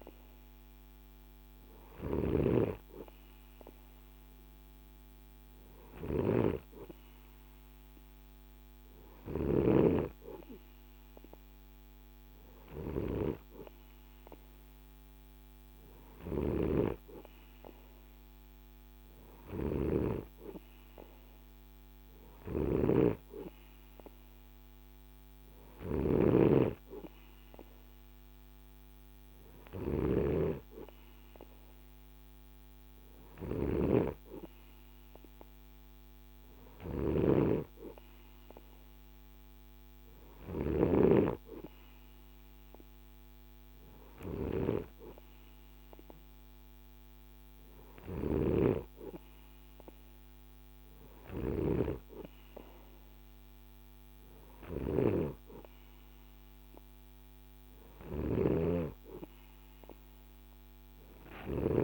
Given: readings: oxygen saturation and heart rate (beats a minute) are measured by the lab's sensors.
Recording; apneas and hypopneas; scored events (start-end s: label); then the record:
breathing in sleep by a microphone on the trachea; none
0.00-9.00 s: snoring (device-marked)
15.50-40.00 s: snoring (device-marked)
47.00-51.00 s: snoring (device-marked)
57.00-61.84 s: snoring (device-marked)
From the record:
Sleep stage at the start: N2 (light sleep); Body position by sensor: on the right side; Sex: male